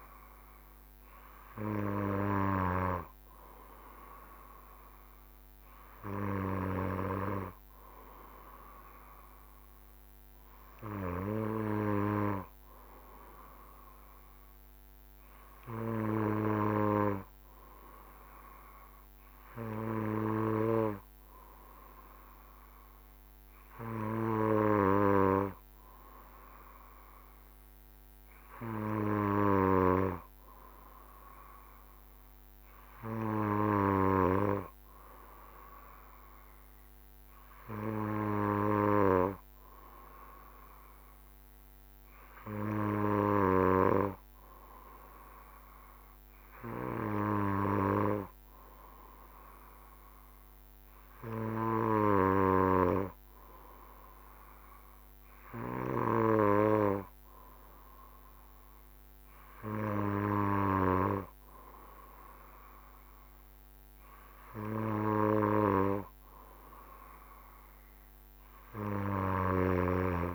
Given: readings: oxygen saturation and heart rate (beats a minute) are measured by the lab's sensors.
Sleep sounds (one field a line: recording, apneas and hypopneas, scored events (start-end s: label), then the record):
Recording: breathing in sleep by a microphone on the trachea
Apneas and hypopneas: none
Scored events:
none scored
From the record:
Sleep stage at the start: N2 (light sleep)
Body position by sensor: on the back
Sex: male